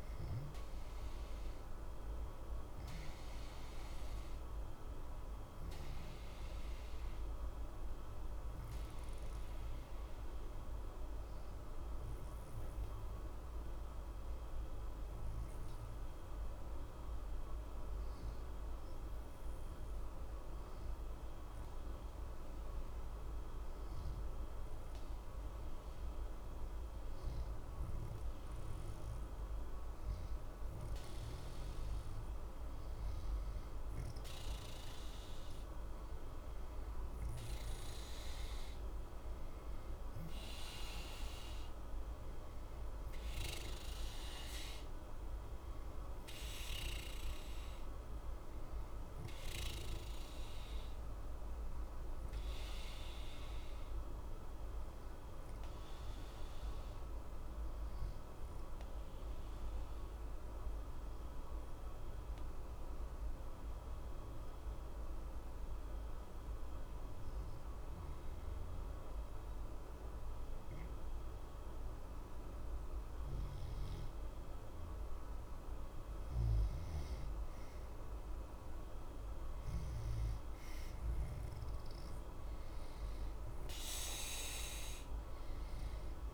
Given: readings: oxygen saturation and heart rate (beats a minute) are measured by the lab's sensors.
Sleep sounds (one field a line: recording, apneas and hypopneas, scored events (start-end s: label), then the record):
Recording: breathing in sleep, hard to hear, by a room microphone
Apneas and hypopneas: 2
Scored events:
5.00-21.00 s: oxygen desaturation (device-marked, oxygen 91% before, 87% lowest, heart rate 60 before, 60 extreme)
10.50-31.50 s: obstructive apnea (oxygen 93% before, 87% lowest, heart rate 60 before, 60 extreme, up 2 after)
35.00-39.00 s: arousal
36.00-67.00 s: oxygen desaturation (device-marked, oxygen 94% before, 89% lowest, heart rate 61 before, 60 extreme)
54.50-74.00 s: obstructive apnea (oxygen 94% before, 88% lowest, heart rate 60 before, 60 extreme, up 2 after)
76.00-81.50 s: arousal
From the record:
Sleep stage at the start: N2 (light sleep)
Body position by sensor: on the back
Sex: male